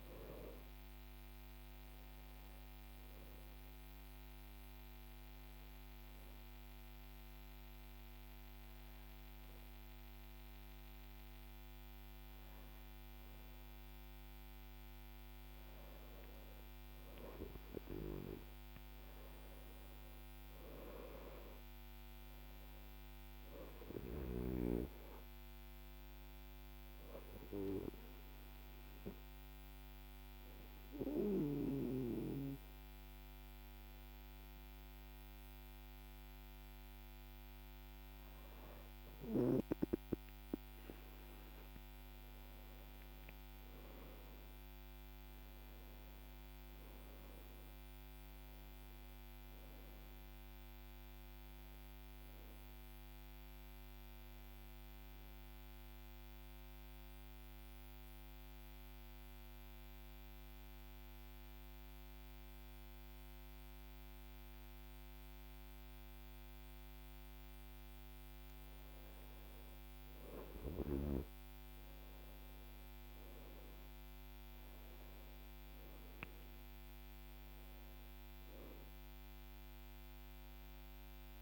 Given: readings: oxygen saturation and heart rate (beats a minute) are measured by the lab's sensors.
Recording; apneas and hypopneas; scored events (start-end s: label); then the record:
breathing in sleep by a microphone on the trachea; 3
1.50-81.42 s: new sleep stage, N2 (light sleep)
4.50-15.50 s: hypopnea (oxygen 97% before, 93% lowest, heart rate 58 before, 52 extreme, up 12 after)
18.00-22.50 s: arousal
27.50-39.00 s: obstructive apnea (oxygen 97% before, 93% lowest, heart rate 58 before, 51 extreme, up 15 after)
43.00-50.00 s: arousal
57.00-68.00 s: central apnea (oxygen 96% before, 93% lowest, heart rate 60 before, 51 extreme, up 16 after)
71.50-76.50 s: arousal
From the record:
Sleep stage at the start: N1 (lightest sleep); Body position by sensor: on the back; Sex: male